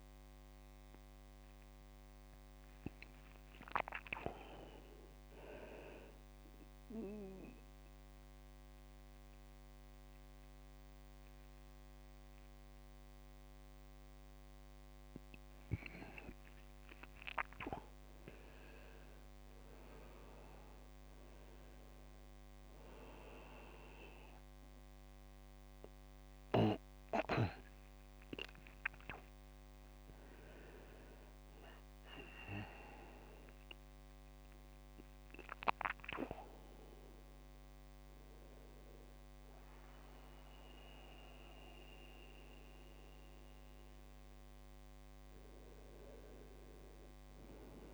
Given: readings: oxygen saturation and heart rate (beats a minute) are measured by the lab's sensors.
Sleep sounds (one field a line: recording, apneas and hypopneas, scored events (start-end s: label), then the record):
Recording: breathing in sleep by a microphone on the trachea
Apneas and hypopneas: 1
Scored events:
6.50-16.50 s: mixed apnea (oxygen 100% before, 98% lowest, heart rate 73 before, 55 extreme, up 11 after)
18.00-21.50 s: arousal
From the record:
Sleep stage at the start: N1 (lightest sleep)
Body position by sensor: on the right side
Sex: male